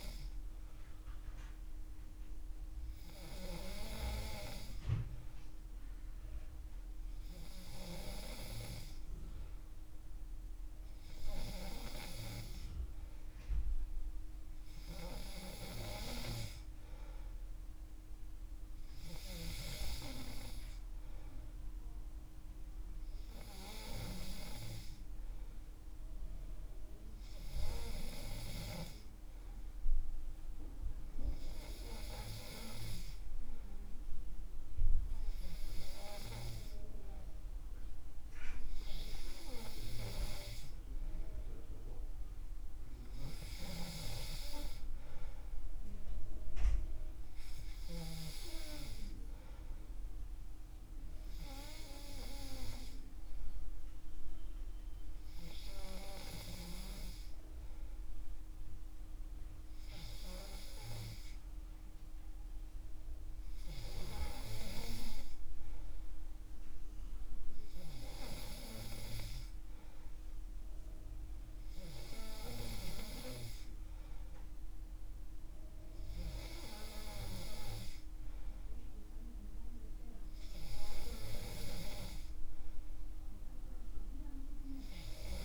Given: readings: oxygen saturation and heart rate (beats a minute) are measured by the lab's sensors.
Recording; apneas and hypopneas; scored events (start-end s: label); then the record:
breathing in sleep by a room microphone; none
none scored
From the record:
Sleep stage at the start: N3 (deep sleep); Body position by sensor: on the back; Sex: male